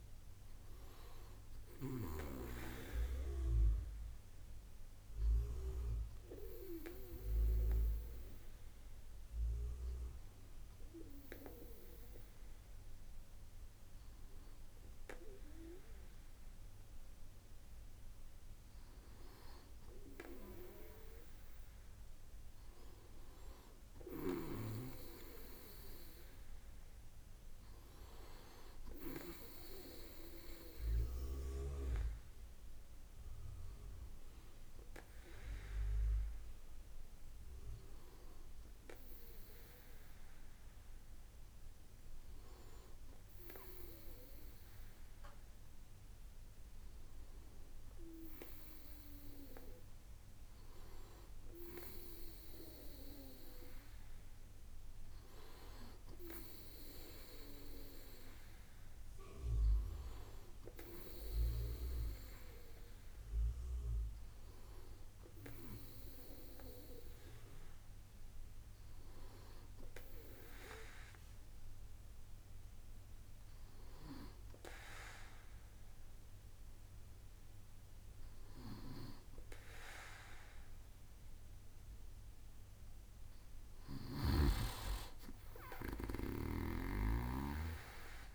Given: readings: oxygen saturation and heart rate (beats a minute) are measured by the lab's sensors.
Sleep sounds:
breathing in sleep by a room microphone; none
86.50-88.35 s: arousal
From the record:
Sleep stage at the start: N2 (light sleep); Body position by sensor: on the right side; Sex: male

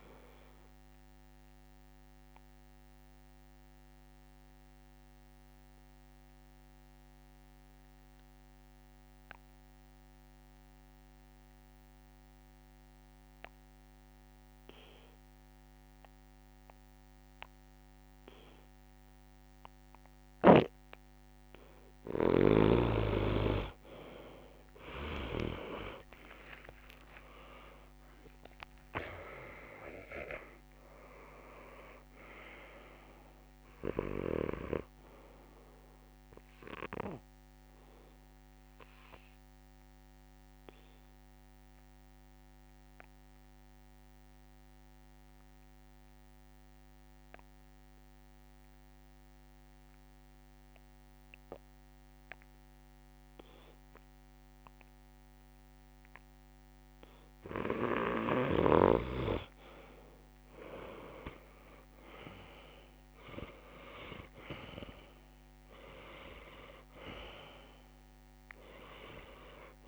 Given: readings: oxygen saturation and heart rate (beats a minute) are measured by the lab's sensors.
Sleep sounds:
breathing in sleep by a microphone on the trachea; 2
0.00-11.00 s: oxygen desaturation (device-marked, oxygen 90% lowest)
2.00-19.50 s: obstructive apnea (oxygen 99% before, 90% lowest)
24.00-48.00 s: oxygen desaturation (device-marked, oxygen 99% before, 90% lowest)
25.00-29.50 s: arousal
28.00-30.00 s: long interval between heartbeats (device-marked, heart rate 63 before, 124 extreme)
38.50-56.50 s: mixed apnea (oxygen 99% before, 90% lowest)
60.00-63.50 s: arousal
62.00-69.88 s: oxygen desaturation (device-marked, oxygen 98% before, 91% lowest)
From the record:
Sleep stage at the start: N2 (light sleep); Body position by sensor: on the back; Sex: male

